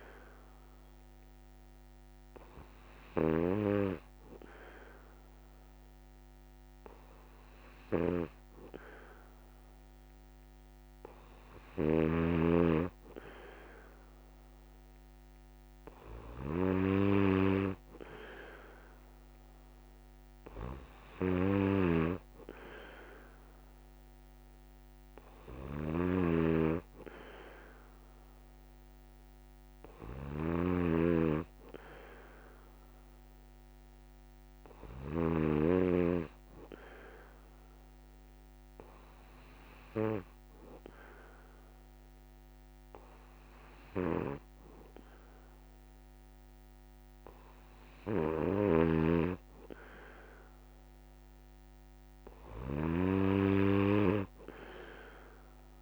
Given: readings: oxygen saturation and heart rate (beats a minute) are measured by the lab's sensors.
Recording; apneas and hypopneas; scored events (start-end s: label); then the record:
breathing in sleep by a microphone on the trachea; none
7.50-35.00 s: snoring (device-marked)
48.00-55.82 s: snoring (device-marked)
From the record:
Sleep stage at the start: N1 (lightest sleep); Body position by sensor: on the back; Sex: male